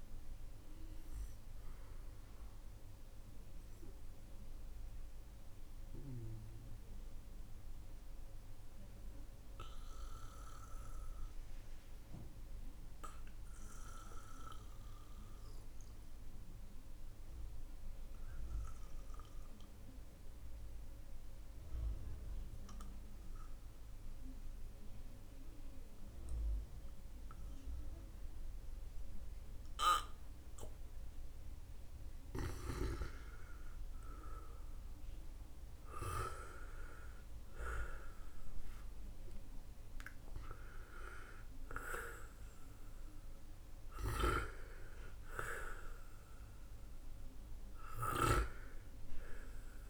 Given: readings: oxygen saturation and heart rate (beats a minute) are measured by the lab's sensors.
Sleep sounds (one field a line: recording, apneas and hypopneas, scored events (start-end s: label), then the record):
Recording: breathing in sleep by a room microphone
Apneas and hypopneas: 1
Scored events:
0.00-16.50 s: oxygen desaturation (device-marked, oxygen 93% lowest, heart rate 45 extreme)
2.00-32.00 s: mixed apnea (oxygen 97% before, 90% lowest, heart rate 60 before, 45 extreme, up 17 after)
33.00-37.50 s: arousal
39.50-49.90 s: oxygen desaturation (device-marked, oxygen 98% before, 90% lowest, heart rate 61 before, 45 extreme)
From the record:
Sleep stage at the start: N2 (light sleep)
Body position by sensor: on the back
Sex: male